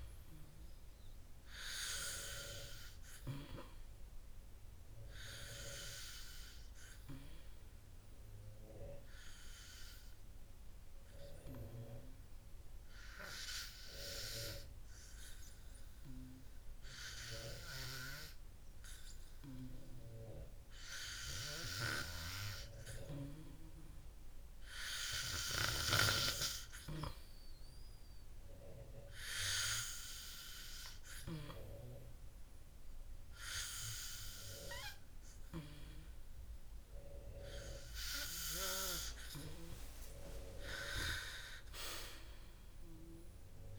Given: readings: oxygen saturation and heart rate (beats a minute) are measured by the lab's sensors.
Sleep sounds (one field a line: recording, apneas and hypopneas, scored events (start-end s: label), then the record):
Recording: breathing in sleep by a room microphone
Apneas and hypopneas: 1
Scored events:
9.50-28.00 s: hypopnea (oxygen 96% before, 95% lowest, heart rate 89 before, 99 extreme, up 58 after)
31.00-34.00 s: arousal
From the record:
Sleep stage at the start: N2 (light sleep)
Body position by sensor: on the back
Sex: male